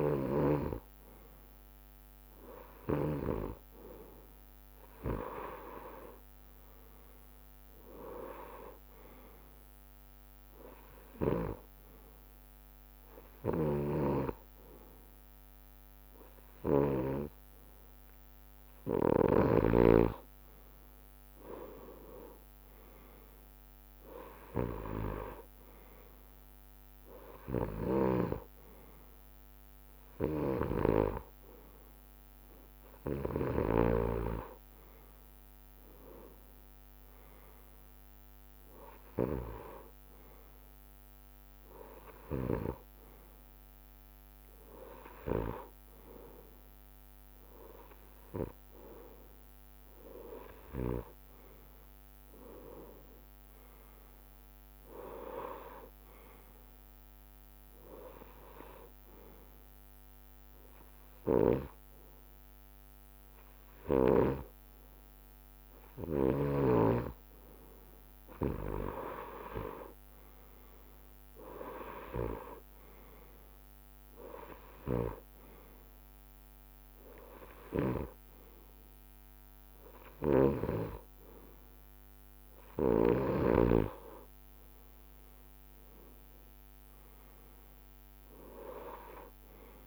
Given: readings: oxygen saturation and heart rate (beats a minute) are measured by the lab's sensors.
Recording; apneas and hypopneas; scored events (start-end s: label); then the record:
breathing in sleep by a microphone on the trachea; 1
0.50-2.50 s: long interval between heartbeats (device-marked, heart rate 76 before, 72 extreme)
58.00-68.00 s: hypopnea (oxygen 95% before, 93% lowest, heart rate 73 before, 63 extreme, up 8 after)
70.50-74.00 s: arousal
75.00-77.00 s: long interval between heartbeats (device-marked, heart rate 74 before, 66 extreme)
From the record:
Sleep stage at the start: N2 (light sleep); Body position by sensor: on the right side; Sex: male